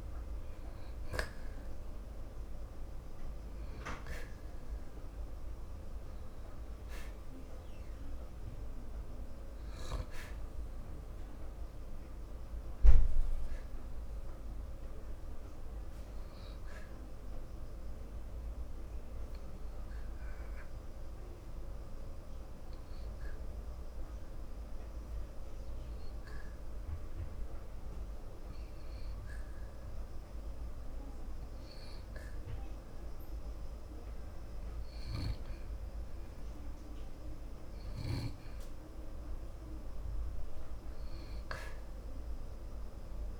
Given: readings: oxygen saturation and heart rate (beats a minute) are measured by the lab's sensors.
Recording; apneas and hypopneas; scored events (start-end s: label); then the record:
breathing in sleep, hard to hear, by a room microphone; 1
7.50-21.50 s: oxygen desaturation (device-marked, oxygen 95% before, 91% lowest, heart rate 55 before, 54 extreme)
18.50-32.50 s: obstructive apnea (oxygen 95% before, 89% lowest, heart rate 56 before, 54 extreme, up 1 after)
34.50-38.00 s: arousal
From the record:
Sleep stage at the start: N2 (light sleep); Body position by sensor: on the back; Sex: male